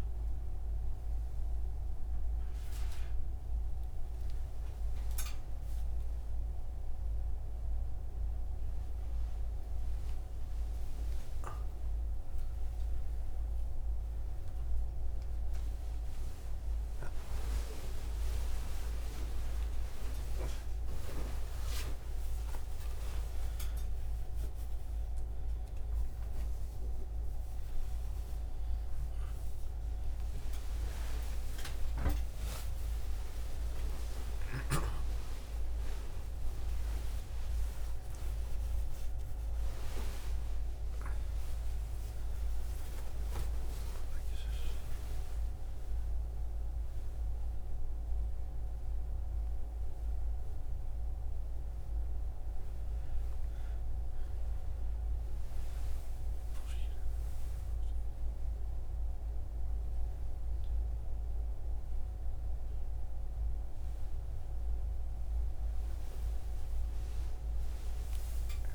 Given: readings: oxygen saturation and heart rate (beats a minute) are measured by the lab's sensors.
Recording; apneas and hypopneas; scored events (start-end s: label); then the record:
a person awake in a sleep study, by a room microphone; none
none scored
From the record:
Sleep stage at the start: awake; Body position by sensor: on the right side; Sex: male